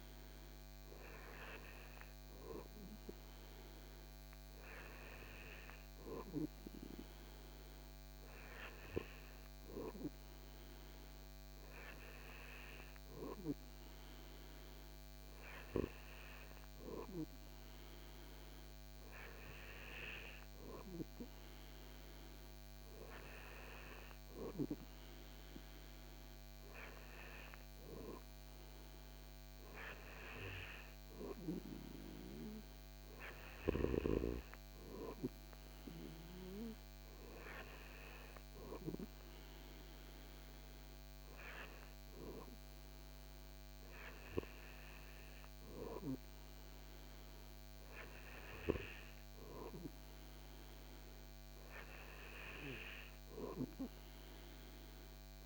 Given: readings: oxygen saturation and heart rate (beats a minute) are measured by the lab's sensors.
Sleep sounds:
breathing in sleep by a microphone on the trachea; none
none scored
From the record:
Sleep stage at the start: N2 (light sleep); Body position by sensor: on the back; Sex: male

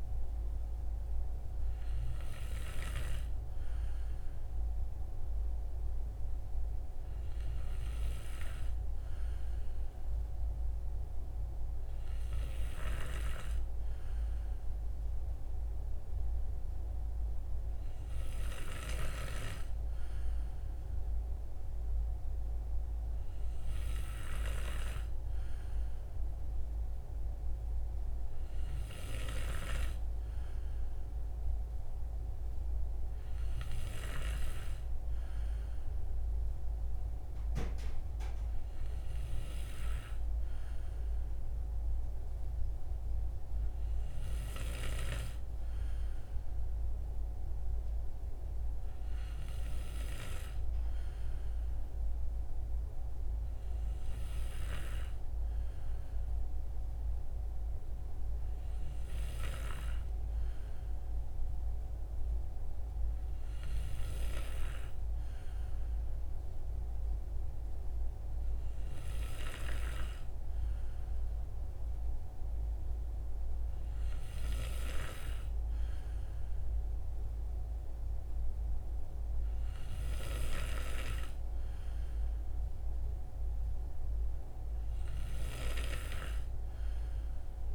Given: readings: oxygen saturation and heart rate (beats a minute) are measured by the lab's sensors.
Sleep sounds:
breathing in sleep by a room microphone; none
none scored
From the record:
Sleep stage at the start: N2 (light sleep); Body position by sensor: on the right side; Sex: male

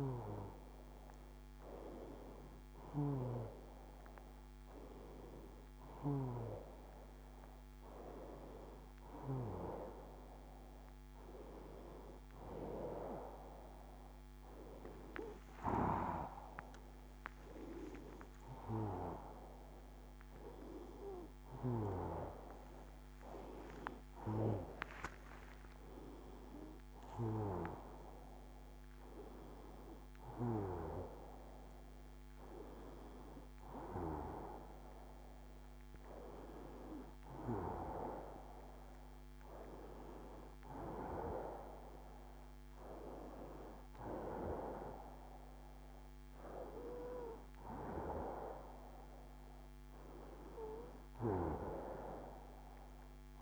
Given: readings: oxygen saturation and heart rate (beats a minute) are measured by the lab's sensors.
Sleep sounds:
breathing in sleep by a microphone on the trachea; none
0.00-9.50 s: oxygen desaturation (device-marked, oxygen 92% lowest)
17.50-23.50 s: arousal
From the record:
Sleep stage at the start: N1 (lightest sleep); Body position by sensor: on the front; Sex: female

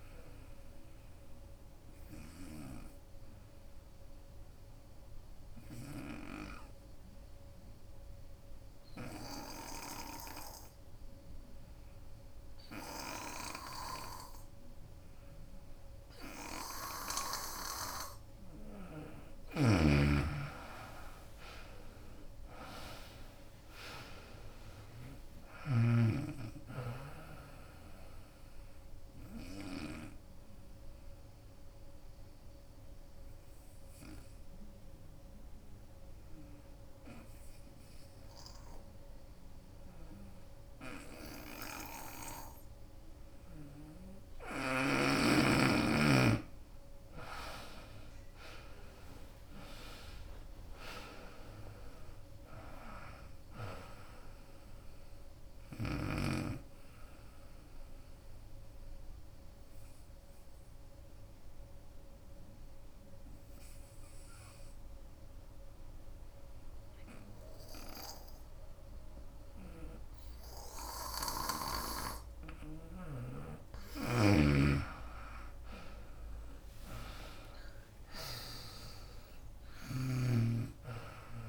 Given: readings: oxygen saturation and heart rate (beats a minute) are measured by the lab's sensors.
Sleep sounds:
breathing in sleep by a room microphone; 3
0.00-4.00 s: drop in pulse transit time (device-marked, heart rate 76 extreme)
0.00-18.00 s: oxygen desaturation (device-marked, oxygen 84% lowest, heart rate 65 extreme)
2.50-19.00 s: obstructive apnea (oxygen 96% before, 84% lowest, heart rate 81 before, 65 extreme, up 26 after)
11.00-13.00 s: long interval between heartbeats (device-marked, heart rate 78 before, 75 extreme)
19.00-32.00 s: drop in pulse transit time (device-marked, heart rate 73 before, 74 extreme)
20.00-43.00 s: oxygen desaturation (device-marked, oxygen 95% before, 85% lowest, heart rate 72 before, 63 extreme)
20.50-24.50 s: arousal
31.00-45.50 s: obstructive apnea (oxygen 95% before, 85% lowest, heart rate 77 before, 63 extreme, up 28 after)
43.00-45.00 s: long interval between heartbeats (device-marked, heart rate 77 before, 63 extreme)
45.00-69.00 s: oxygen desaturation (device-marked, oxygen 96% before, 85% lowest, heart rate 75 before, 66 extreme)
47.00-51.00 s: arousal
47.00-59.00 s: drop in pulse transit time (device-marked, heart rate 72 before, 69 extreme)
58.00-73.00 s: obstructive apnea (oxygen 96% before, 85% lowest, heart rate 77 before, 67 extreme, up 21 after)
75.00-78.00 s: arousal
75.00-81.49 s: drop in pulse transit time (device-marked, heart rate 74 before, 73 extreme)
76.00-81.49 s: oxygen desaturation (device-marked, oxygen 96% before, 86% lowest, heart rate 73 before, 66 extreme)
From the record:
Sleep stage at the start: N2 (light sleep); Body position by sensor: on the right side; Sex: female

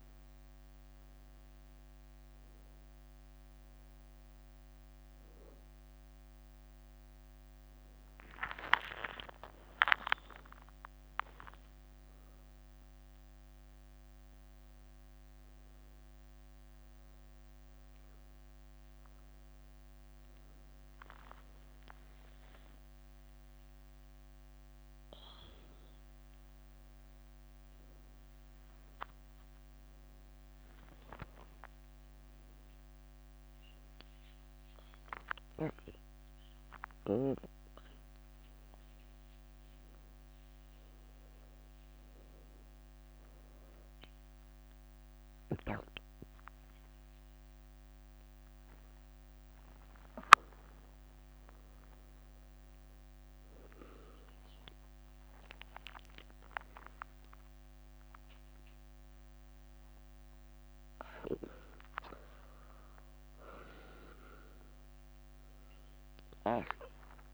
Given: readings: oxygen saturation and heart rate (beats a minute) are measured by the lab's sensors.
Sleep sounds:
a person awake in a sleep study, by a microphone on the trachea; none
4.00-6.00 s: leg movement (device-marked)
9.00-16.00 s: leg movement (device-marked)
21.00-23.50 s: leg movement (device-marked)
22.50-24.50 s: long interval between heartbeats (device-marked, heart rate 74 before, 93 extreme)
24.00-26.50 s: leg movement (device-marked)
29.50-31.00 s: leg movement (device-marked)
33.00-36.00 s: leg movement (device-marked)
49.50-51.50 s: long interval between heartbeats (device-marked, heart rate 75 before, 89 extreme)
56.50-58.50 s: long interval between heartbeats (device-marked, heart rate 81 before, 92 extreme)
58.00-67.34 s: tachycardia (device-marked, heart rate 78 before, 150 extreme)
62.00-64.00 s: long interval between heartbeats (device-marked, heart rate 87 before, 115 extreme)
From the record:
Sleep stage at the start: awake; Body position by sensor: on the back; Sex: female

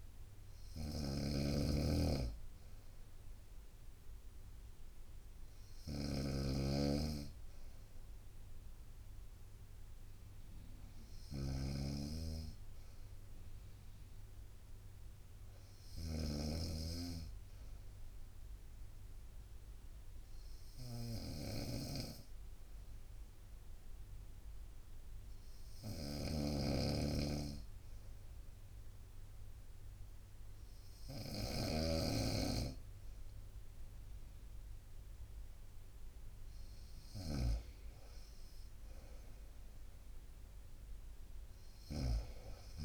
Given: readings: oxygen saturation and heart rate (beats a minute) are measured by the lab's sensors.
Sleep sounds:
breathing in sleep by a room microphone; 1
0.00-42.85 s: snoring (device-marked)
1.50-8.50 s: bradycardia (device-marked, heart rate 62 before, 58 extreme)
11.00-14.50 s: arousal
19.00-34.50 s: hypopnea (oxygen 96% before, 94% lowest, heart rate 60 before, 57 extreme)
39.00-42.00 s: arousal
From the record:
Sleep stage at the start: N2 (light sleep); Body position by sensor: on the right side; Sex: female

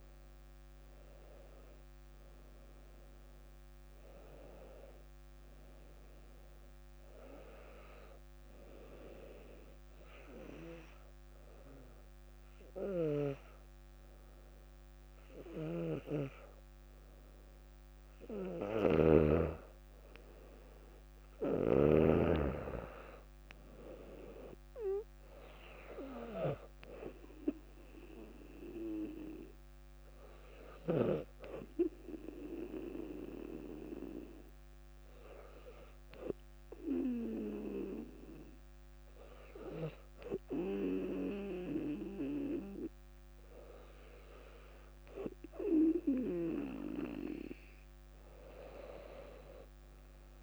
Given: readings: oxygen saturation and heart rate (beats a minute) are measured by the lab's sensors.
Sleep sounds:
breathing in sleep by a microphone on the trachea; 2
8.00-20.00 s: obstructive apnea (oxygen 97% before, 95% lowest, heart rate 66 before, 60 extreme, up 4 after)
19.00-22.50 s: snoring (device-marked)
22.00-25.50 s: arousal
28.00-44.00 s: oxygen desaturation (device-marked, oxygen 98% before, 95% lowest, heart rate 62 before, 58 extreme)
31.50-44.50 s: obstructive apnea (oxygen 98% before, 95% lowest, heart rate 62 before, 58 extreme, up 5 after)
48.50-50.43 s: arousal
From the record:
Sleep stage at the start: N2 (light sleep); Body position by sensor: on the back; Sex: female

